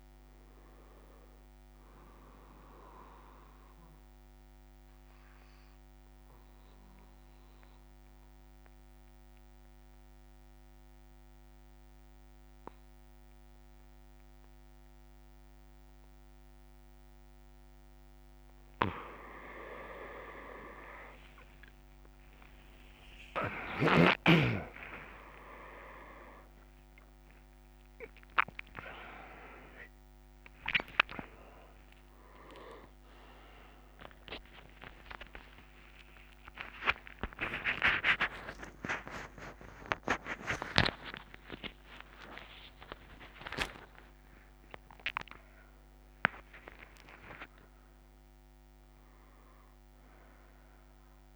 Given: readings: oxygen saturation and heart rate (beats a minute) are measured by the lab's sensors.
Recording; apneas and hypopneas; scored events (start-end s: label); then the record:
breathing in sleep by a microphone on the trachea; 1
4.00-18.50 s: obstructive apnea (oxygen 99% before, 95% lowest)
25.00-50.00 s: oxygen desaturation (device-marked, oxygen 98% before, 95% lowest)
34.50-41.00 s: snoring (device-marked)
From the record:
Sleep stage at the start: N2 (light sleep); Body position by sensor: on the back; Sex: male